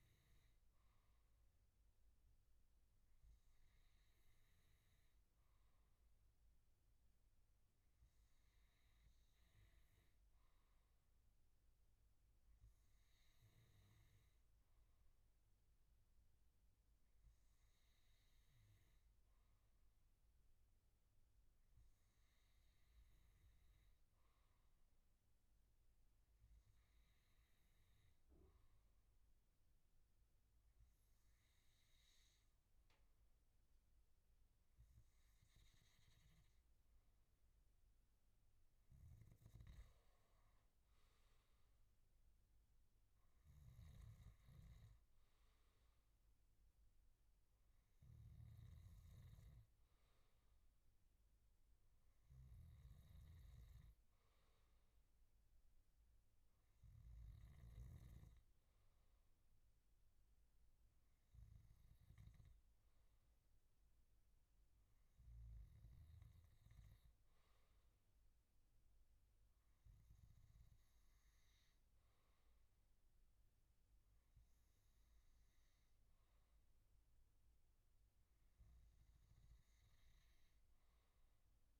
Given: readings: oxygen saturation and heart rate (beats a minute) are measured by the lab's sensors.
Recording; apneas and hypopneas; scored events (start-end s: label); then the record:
breathing in sleep, hard to hear, by a room microphone; none
none scored
From the record:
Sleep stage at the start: N2 (light sleep); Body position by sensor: on the back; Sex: male